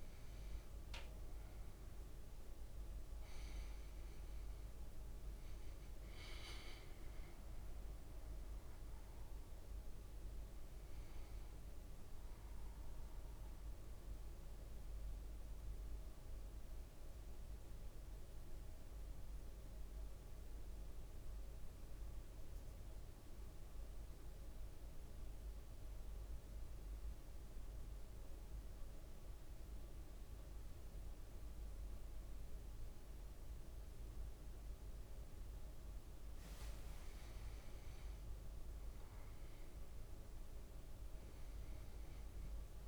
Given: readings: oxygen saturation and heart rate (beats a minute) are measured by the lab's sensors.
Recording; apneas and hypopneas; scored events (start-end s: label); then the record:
breathing in sleep, hard to hear, by a room microphone; 1
0.50-5.00 s: arousal
13.00-34.00 s: central apnea (oxygen 99% before, 95% lowest, heart rate 61 before, 54 extreme, up 4 after)
35.50-38.00 s: leg movement (device-marked)
36.50-41.00 s: arousal
From the record:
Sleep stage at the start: N2 (light sleep); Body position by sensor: on the back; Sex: male